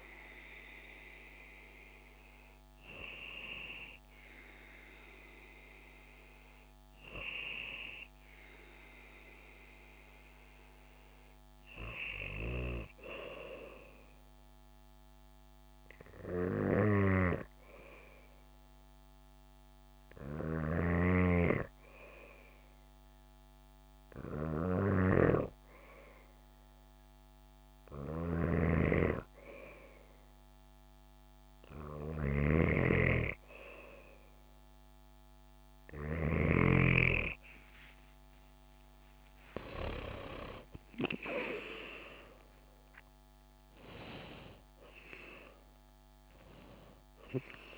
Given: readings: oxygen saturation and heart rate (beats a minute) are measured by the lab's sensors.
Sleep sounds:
breathing in sleep by a microphone on the trachea; none
28.00-36.50 s: snoring (device-marked)
38.50-44.50 s: arousal
From the record:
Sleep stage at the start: N2 (light sleep); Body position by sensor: on the back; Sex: female

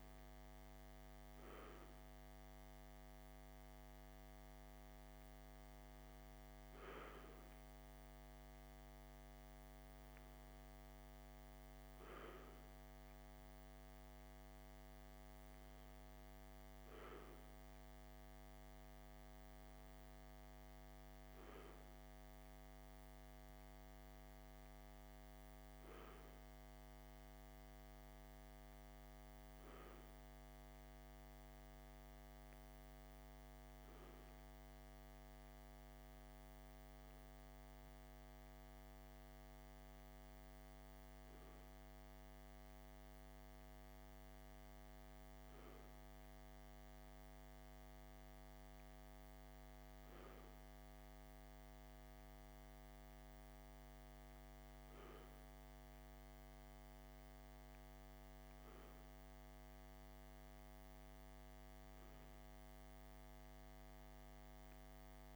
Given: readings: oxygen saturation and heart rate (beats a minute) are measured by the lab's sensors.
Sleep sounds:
breathing in sleep, hard to hear, by a microphone on the trachea; none
none scored
From the record:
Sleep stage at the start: N2 (light sleep); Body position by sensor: on the left side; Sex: male

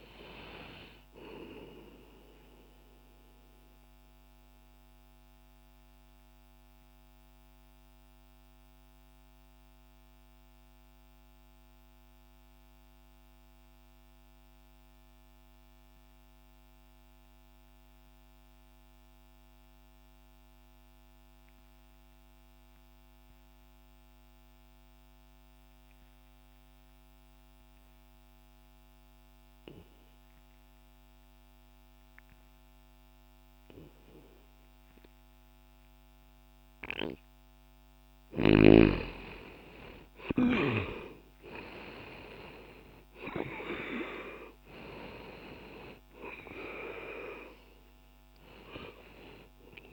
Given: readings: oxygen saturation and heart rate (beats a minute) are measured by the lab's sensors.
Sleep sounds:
breathing in sleep by a microphone on the trachea; 1
0.00-4.50 s: oxygen desaturation (device-marked, oxygen 90% lowest, heart rate 60 extreme)
2.50-37.00 s: mixed apnea (oxygen 97% before, 83% lowest, heart rate 70 before, 60 extreme, up 20 after)
12.50-25.50 s: oxygen desaturation (device-marked, oxygen 91% before, 84% lowest, heart rate 62 before, 60 extreme)
34.50-49.93 s: oxygen desaturation (device-marked, oxygen 97% before, 88% lowest, heart rate 63 before, 60 extreme)
39.50-43.00 s: arousal
From the record:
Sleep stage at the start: N2 (light sleep); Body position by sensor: on the back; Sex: male

